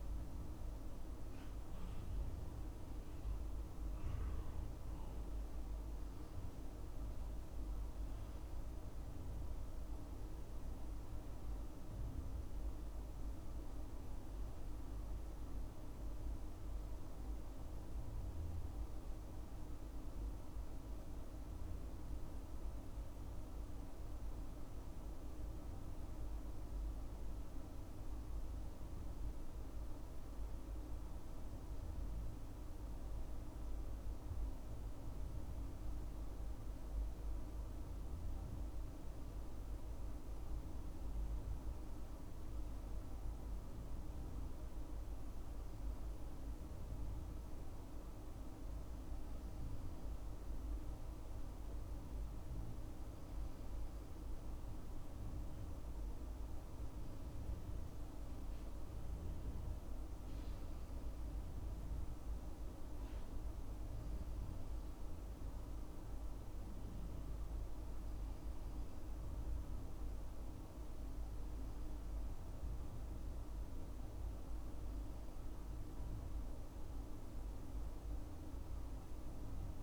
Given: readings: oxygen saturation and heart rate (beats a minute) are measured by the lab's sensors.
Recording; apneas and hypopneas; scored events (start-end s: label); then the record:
breathing in sleep, hard to hear, by a room microphone; none
none scored
From the record:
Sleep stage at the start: N2 (light sleep); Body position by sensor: on the left side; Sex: male